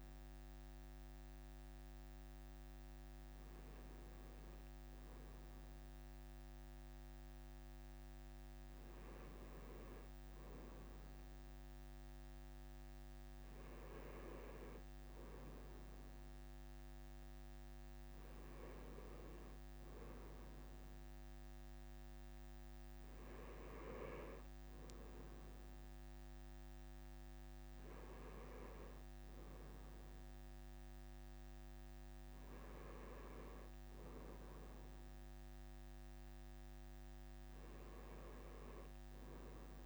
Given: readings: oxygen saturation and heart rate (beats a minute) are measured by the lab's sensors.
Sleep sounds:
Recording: breathing in sleep by a microphone on the trachea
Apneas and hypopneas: none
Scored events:
1.50-39.86 s: new sleep stage, N2 (light sleep)
From the record:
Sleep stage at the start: N1 (lightest sleep)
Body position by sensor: on the right side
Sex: male

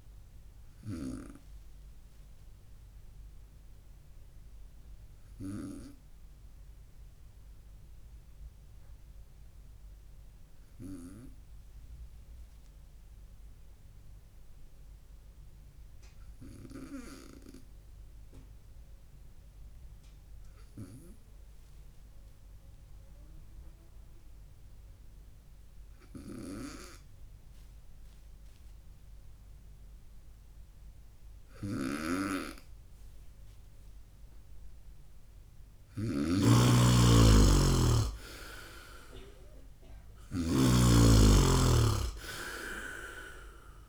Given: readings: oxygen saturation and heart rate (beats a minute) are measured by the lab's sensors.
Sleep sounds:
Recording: breathing in sleep by a room microphone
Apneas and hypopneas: 1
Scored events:
0.00-1.00 s: snoring (device-marked)
5.50-32.00 s: obstructive apnea (oxygen 99% before, 95% lowest, heart rate 62 before, 55 extreme, up 3 after)
16.00-23.00 s: oxygen desaturation (device-marked, oxygen 98% before, 95% lowest, heart rate 58 before, 57 extreme)
26.00-43.89 s: snoring (device-marked)
34.00-38.00 s: arousal
From the record:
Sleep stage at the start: N2 (light sleep)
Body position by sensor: on the right side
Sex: male

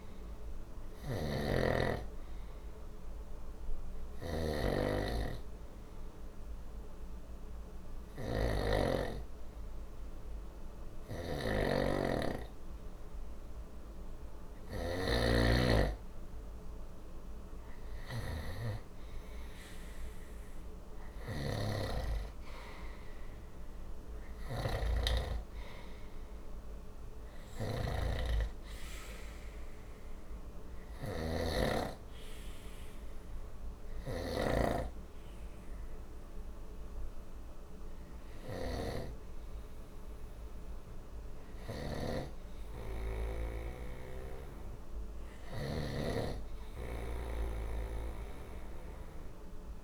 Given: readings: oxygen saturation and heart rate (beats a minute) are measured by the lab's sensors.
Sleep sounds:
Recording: breathing in sleep by a room microphone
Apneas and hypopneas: 2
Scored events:
0.50-18.00 s: snoring (device-marked)
2.00-14.50 s: obstructive apnea (oxygen 93% before, 91% lowest, heart rate 60 before, 59 extreme, up 11 after)
17.50-22.50 s: arousal
24.00-38.50 s: snoring (device-marked)
30.00-42.50 s: obstructive apnea (oxygen 94% before, 91% lowest, heart rate 66 before, 59 extreme, up 0 after)
46.00-49.50 s: arousal
From the record:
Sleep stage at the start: N2 (light sleep)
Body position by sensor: on the right side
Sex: male

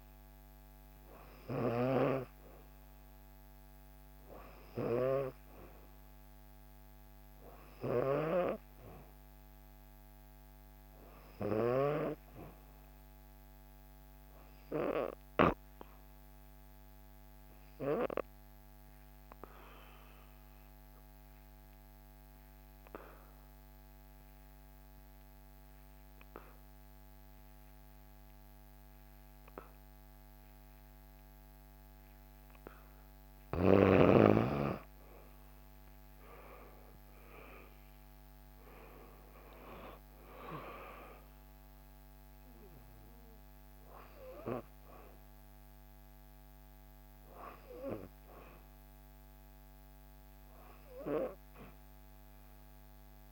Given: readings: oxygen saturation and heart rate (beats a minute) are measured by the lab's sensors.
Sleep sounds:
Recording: breathing in sleep by a microphone on the trachea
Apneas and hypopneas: 1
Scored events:
0.00-1.50 s: snoring (device-marked)
18.00-33.00 s: obstructive apnea (oxygen 95% before, 86% lowest, heart rate 62 before, 60 extreme, up 7 after)
32.50-53.32 s: oxygen desaturation (device-marked, oxygen 95% before, 86% lowest, heart rate 62 before, 60 extreme)
34.50-38.50 s: arousal
From the record:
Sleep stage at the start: N2 (light sleep)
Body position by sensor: on the back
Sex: female

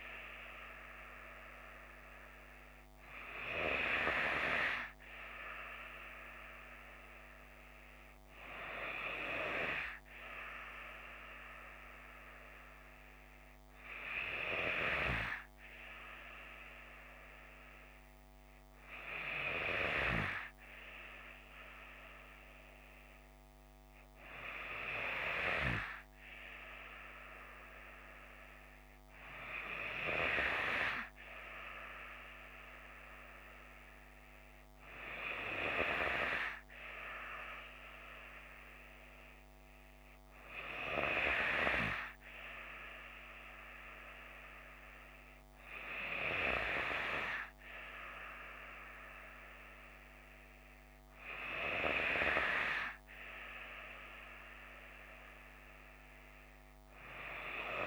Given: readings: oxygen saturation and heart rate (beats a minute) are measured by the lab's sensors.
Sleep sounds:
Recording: breathing in sleep by a microphone on the trachea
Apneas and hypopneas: none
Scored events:
none scored
From the record:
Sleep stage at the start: N3 (deep sleep)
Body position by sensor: on the left side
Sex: female

